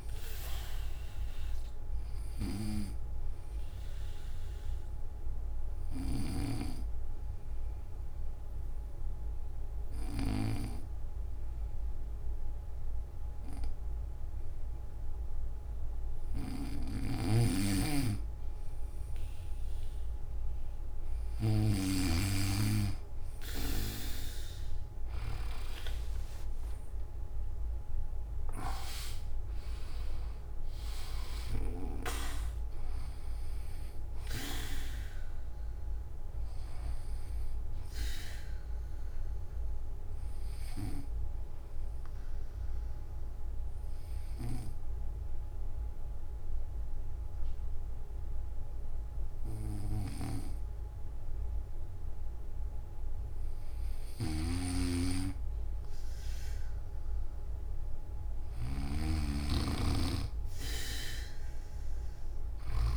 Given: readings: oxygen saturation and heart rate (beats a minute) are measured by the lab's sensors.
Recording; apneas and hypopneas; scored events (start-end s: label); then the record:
breathing in sleep by a room microphone; 2
0.00-16.00 s: oxygen desaturation (device-marked, oxygen 92% lowest)
2.50-17.00 s: hypopnea (oxygen 98% before, 90% lowest)
16.00-21.50 s: snoring (device-marked)
28.00-53.00 s: oxygen desaturation (device-marked, oxygen 97% before, 90% lowest)
40.00-54.00 s: obstructive apnea (oxygen 97% before, 91% lowest)
53.50-62.97 s: snoring (device-marked)
From the record:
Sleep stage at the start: N2 (light sleep); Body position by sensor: on the back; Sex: male